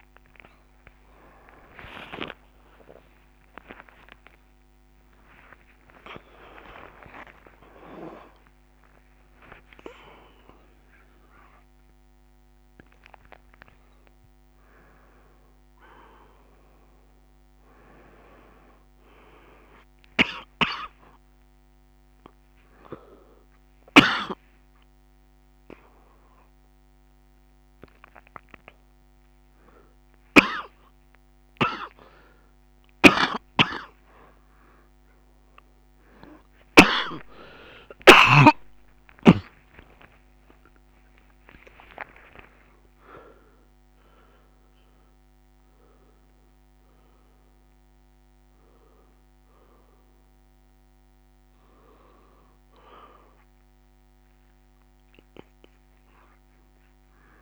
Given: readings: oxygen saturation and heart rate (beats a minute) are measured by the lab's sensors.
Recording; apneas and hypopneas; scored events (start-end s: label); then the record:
a person awake in a sleep study, by a microphone on the trachea; none
37.00-57.42 s: oxygen desaturation (device-marked, oxygen 95% before, 88% lowest, heart rate 79 before, 69 extreme)
From the record:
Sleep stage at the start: awake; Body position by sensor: on the right side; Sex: female